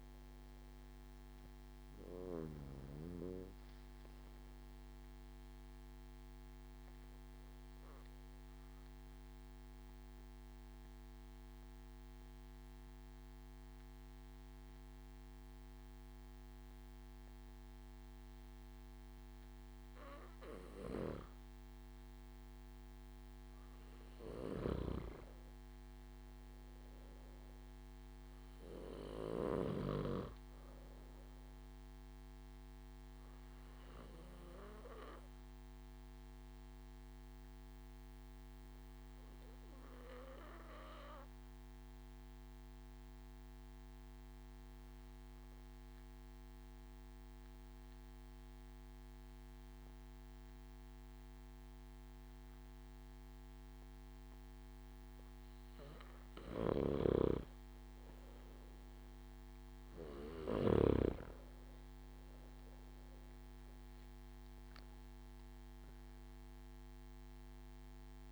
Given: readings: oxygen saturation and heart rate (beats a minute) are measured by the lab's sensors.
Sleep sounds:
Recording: breathing in sleep by a microphone on the trachea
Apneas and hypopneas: 2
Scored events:
5.00-22.00 s: obstructive apnea (oxygen 96% before, 93% lowest)
24.50-27.50 s: arousal
33.50-55.00 s: obstructive apnea (oxygen 97% before, 93% lowest)
56.50-60.50 s: arousal
56.50-61.00 s: snoring (device-marked)
56.50-68.32 s: oxygen desaturation (device-marked, oxygen 97% before, 93% lowest)
From the record:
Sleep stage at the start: N2 (light sleep)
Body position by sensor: on the back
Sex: male

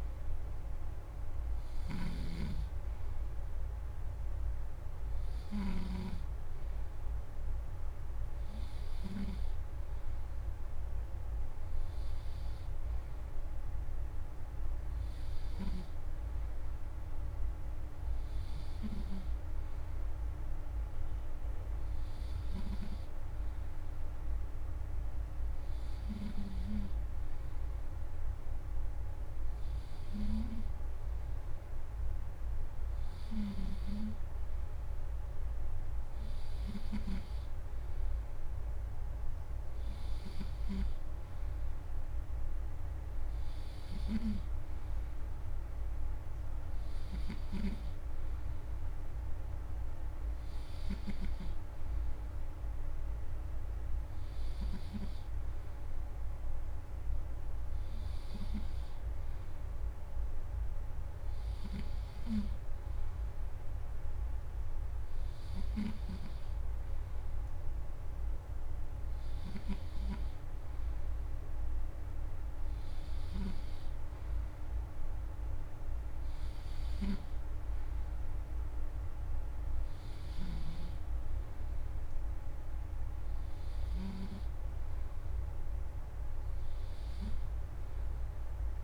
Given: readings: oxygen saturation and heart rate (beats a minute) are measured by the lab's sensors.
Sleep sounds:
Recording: breathing in sleep by a room microphone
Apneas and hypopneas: none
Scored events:
0.00-6.00 s: snoring (device-marked)
From the record:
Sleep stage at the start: N2 (light sleep)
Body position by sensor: on the back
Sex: male

